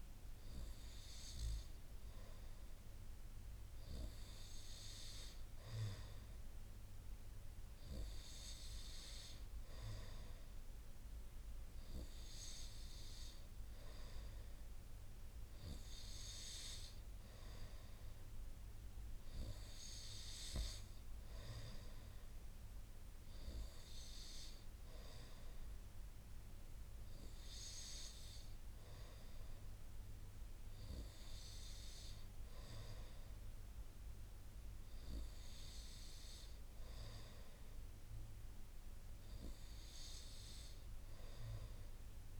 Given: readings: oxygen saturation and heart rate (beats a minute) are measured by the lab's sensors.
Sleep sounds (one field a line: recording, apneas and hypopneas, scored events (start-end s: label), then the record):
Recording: breathing in sleep by a room microphone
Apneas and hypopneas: none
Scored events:
none scored
From the record:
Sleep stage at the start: N2 (light sleep)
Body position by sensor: on the right side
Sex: male